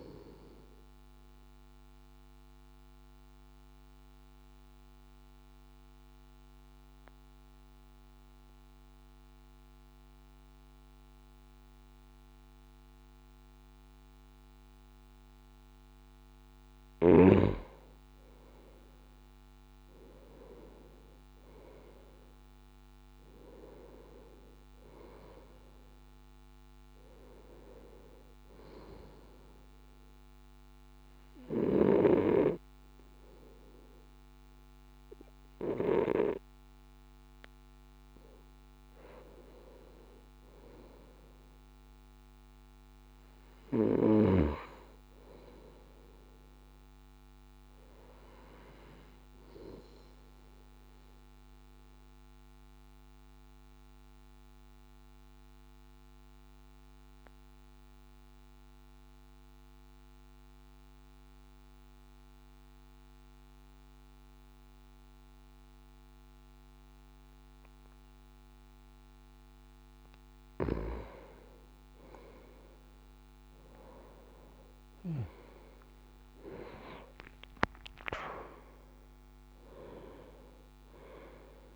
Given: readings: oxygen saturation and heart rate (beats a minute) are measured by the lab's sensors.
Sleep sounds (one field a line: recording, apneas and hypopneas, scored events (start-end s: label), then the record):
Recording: breathing in sleep by a microphone on the trachea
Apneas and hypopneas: 2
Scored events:
1.00-16.00 s: obstructive apnea (oxygen 95% before, 92% lowest, heart rate 56 before, 53 extreme, up 6 after)
18.50-22.00 s: arousal
24.00-48.00 s: oxygen desaturation (device-marked, oxygen 95% before, 92% lowest, heart rate 55 before, 54 extreme)
52.00-69.50 s: obstructive apnea (oxygen 95% before, 90% lowest, heart rate 56 before, 54 extreme, up 6 after)
72.00-76.50 s: arousal
74.00-79.00 s: oxygen desaturation (device-marked, oxygen 95% before, 92% lowest, heart rate 56 before, 58 extreme)
From the record:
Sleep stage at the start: N2 (light sleep)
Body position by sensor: on the left side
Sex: male